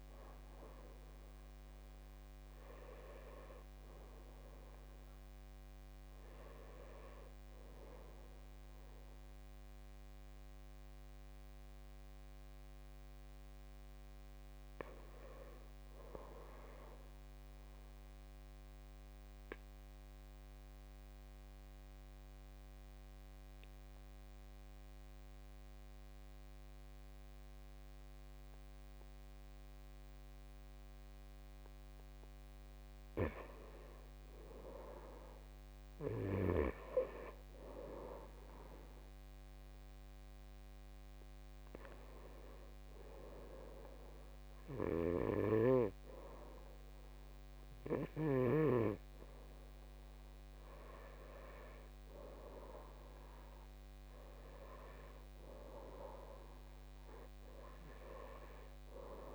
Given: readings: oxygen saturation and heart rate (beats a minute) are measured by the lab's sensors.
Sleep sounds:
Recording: breathing in sleep by a microphone on the trachea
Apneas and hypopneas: 1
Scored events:
0.00-3.50 s: oxygen desaturation (device-marked, oxygen 78% lowest, heart rate 53 extreme)
18.00-32.00 s: obstructive apnea (oxygen 99% before, 87% lowest, heart rate 61 before, 53 extreme, up 11 after)
25.50-52.50 s: oxygen desaturation (device-marked, oxygen 98% before, 87% lowest, heart rate 56 before, 51 extreme)
33.50-36.50 s: arousal
55.00-58.50 s: arousal
From the record:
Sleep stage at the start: N2 (light sleep)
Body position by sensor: on the right side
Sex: male

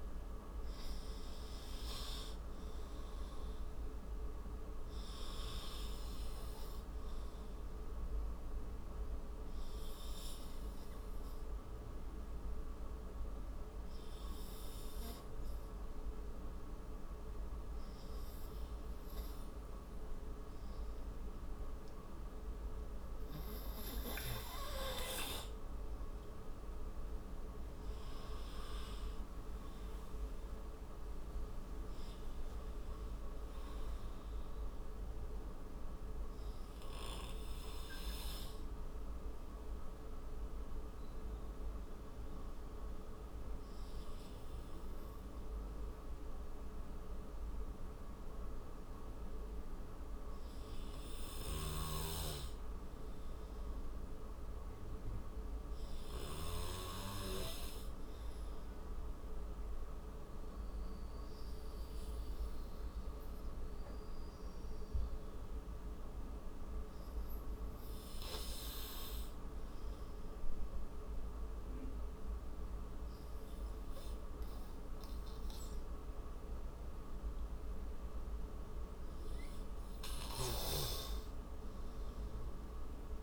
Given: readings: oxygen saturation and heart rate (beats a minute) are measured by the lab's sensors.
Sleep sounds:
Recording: breathing in sleep by a room microphone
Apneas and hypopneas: 1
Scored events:
1.00-4.50 s: arousal
3.50-22.50 s: oxygen desaturation (device-marked, oxygen 97% before, 93% lowest)
9.00-21.50 s: hypopnea (oxygen 97% before, 93% lowest)
25.50-29.50 s: arousal
From the record:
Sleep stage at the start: N2 (light sleep)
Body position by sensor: on the right side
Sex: male

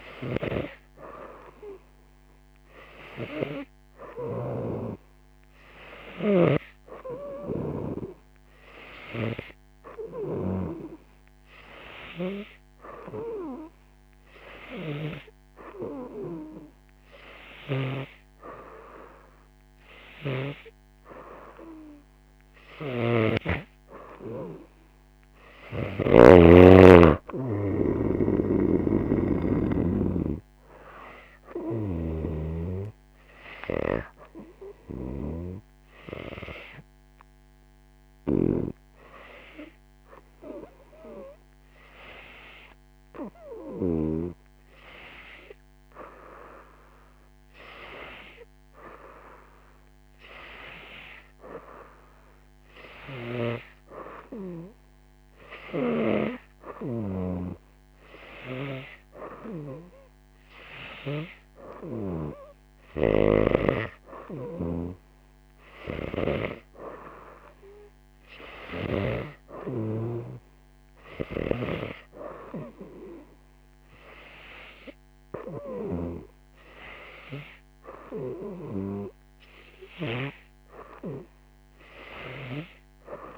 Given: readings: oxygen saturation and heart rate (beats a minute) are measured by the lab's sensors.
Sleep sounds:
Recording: breathing in sleep by a microphone on the trachea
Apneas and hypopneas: 1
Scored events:
4.00-10.50 s: snoring (device-marked)
22.50-26.00 s: snoring (device-marked)
27.00-52.00 s: oxygen desaturation (device-marked, oxygen 94% before, 88% lowest, heart rate 90 before, 88 extreme)
28.00-31.50 s: arousal
28.00-44.00 s: snoring (device-marked)
35.00-46.00 s: hypopnea (oxygen 94% before, 88% lowest, heart rate 90 before, 88 extreme, up 0 after)
48.50-52.00 s: arousal
57.00-70.00 s: snoring (device-marked)
From the record:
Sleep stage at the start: N2 (light sleep)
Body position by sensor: on the right side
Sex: female

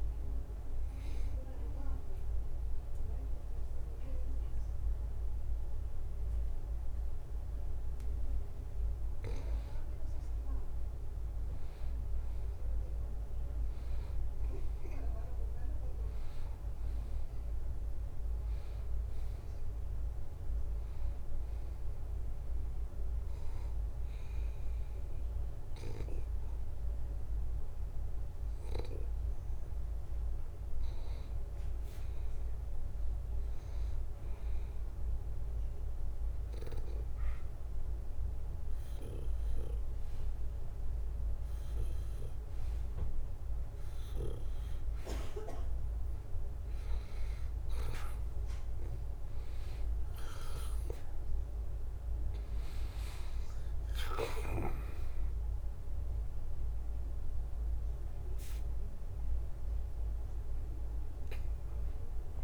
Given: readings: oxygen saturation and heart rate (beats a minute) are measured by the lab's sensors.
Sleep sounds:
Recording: breathing in sleep by a room microphone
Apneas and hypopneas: 2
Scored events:
0.00-4.00 s: oxygen desaturation (device-marked, oxygen 90% lowest, heart rate 73 extreme)
1.00-11.00 s: obstructive apnea (oxygen 93% before, 89% lowest, heart rate 78 before, 77 extreme, up 2 after)
13.50-18.00 s: arousal
20.00-31.00 s: oxygen desaturation (device-marked, oxygen 93% before, 90% lowest, heart rate 78 before, 77 extreme)
36.50-47.00 s: hypopnea (oxygen 93% before, 89% lowest, heart rate 79 before, 77 extreme, up 2 after)
43.00-62.44 s: oxygen desaturation (device-marked, oxygen 94% before, 90% lowest, heart rate 79 before, 77 extreme)
49.00-54.00 s: arousal
58.00-62.44 s: drop in pulse transit time (device-marked, heart rate 78 before, 81 extreme)
From the record:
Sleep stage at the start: N2 (light sleep)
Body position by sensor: on the back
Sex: male

